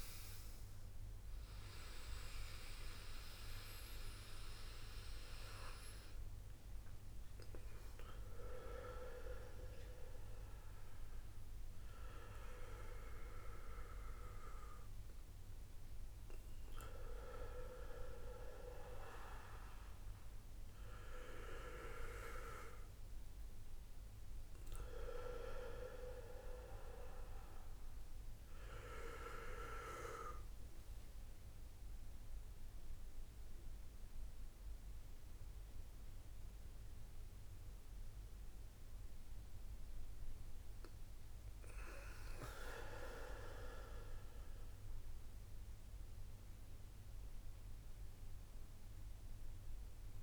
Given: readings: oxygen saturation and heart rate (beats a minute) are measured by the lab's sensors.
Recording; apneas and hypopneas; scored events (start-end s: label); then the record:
breathing in sleep by a room microphone; none
0.00-22.50 s: oxygen desaturation (device-marked, oxygen 90% lowest)
24.50-30.00 s: arousal
From the record:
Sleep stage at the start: N1 (lightest sleep); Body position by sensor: on the back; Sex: male